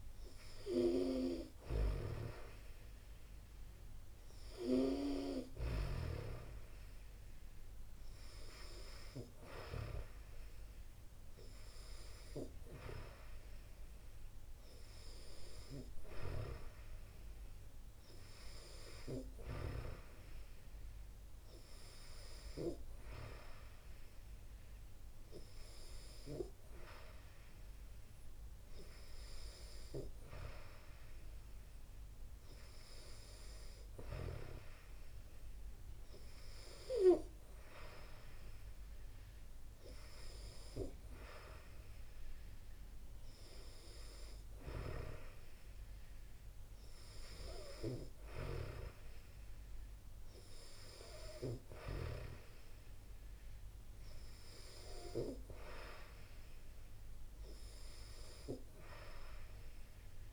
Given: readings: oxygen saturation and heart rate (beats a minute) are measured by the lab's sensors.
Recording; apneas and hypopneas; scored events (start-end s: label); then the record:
breathing in sleep by a room microphone; none
none scored
From the record:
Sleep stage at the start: N2 (light sleep); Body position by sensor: on the back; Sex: female